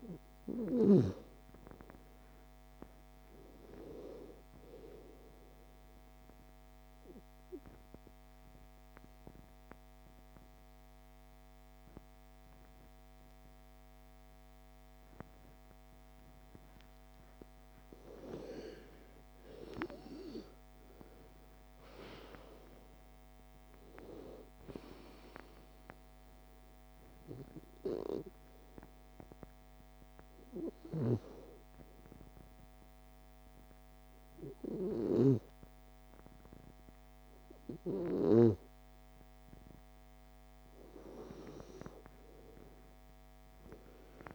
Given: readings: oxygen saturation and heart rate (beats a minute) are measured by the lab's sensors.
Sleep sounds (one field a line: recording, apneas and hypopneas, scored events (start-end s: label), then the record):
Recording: breathing in sleep by a microphone on the trachea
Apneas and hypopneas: 1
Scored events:
0.00-3.50 s: oxygen desaturation (device-marked, oxygen 92% lowest)
6.00-18.50 s: obstructive apnea (oxygen 98% before, 90% lowest)
19.50-23.00 s: arousal
31.50-41.50 s: oxygen desaturation (device-marked, oxygen 96% before, 90% lowest)
42.50-44.35 s: arousal
From the record:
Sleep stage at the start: N2 (light sleep)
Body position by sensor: on the back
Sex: female